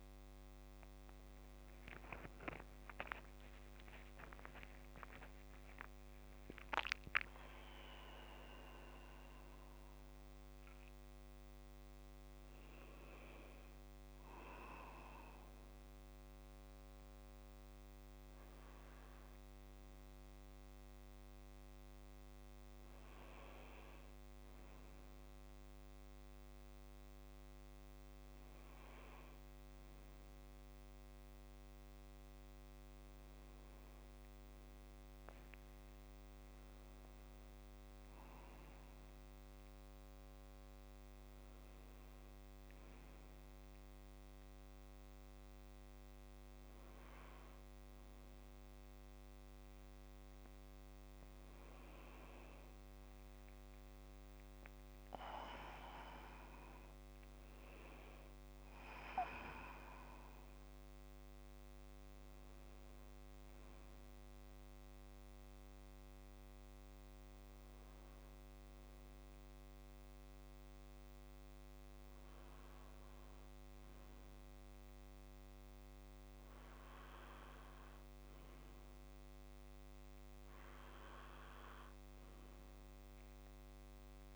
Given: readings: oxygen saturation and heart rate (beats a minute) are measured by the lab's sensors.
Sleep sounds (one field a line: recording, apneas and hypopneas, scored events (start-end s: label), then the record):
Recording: a person awake in a sleep study, by a microphone on the trachea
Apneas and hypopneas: none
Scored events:
60.00-84.36 s: new sleep stage, N2 (light sleep)
From the record:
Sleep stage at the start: awake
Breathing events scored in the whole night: 61 in 5.0 hours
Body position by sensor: on the back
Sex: male